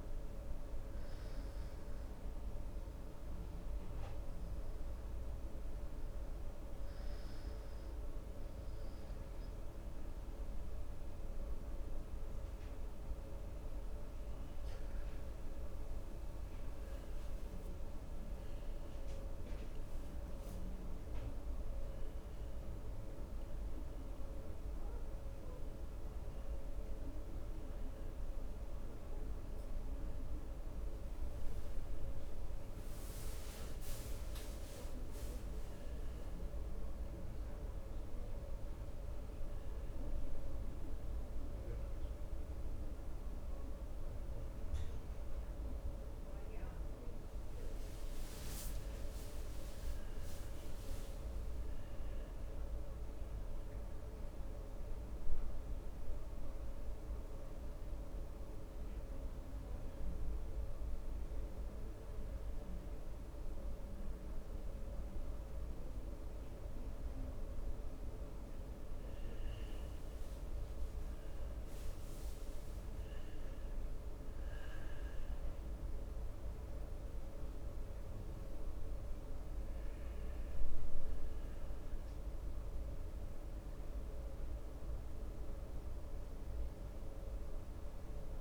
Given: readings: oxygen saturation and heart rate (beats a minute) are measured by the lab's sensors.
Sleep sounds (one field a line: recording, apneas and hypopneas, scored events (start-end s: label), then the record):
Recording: breathing in sleep, hard to hear, by a room microphone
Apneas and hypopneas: 2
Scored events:
3.50-13.50 s: hypopnea (oxygen 96% before, 94% lowest, heart rate 67 before, 64 extreme, up 5 after)
17.00-22.00 s: arousal
45.00-50.00 s: arousal
54.00-65.00 s: hypopnea (oxygen 96% before, 93% lowest, heart rate 68 before, 63 extreme, up 1 after)
68.00-72.50 s: arousal
From the record:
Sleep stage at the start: N2 (light sleep)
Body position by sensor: on the back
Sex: male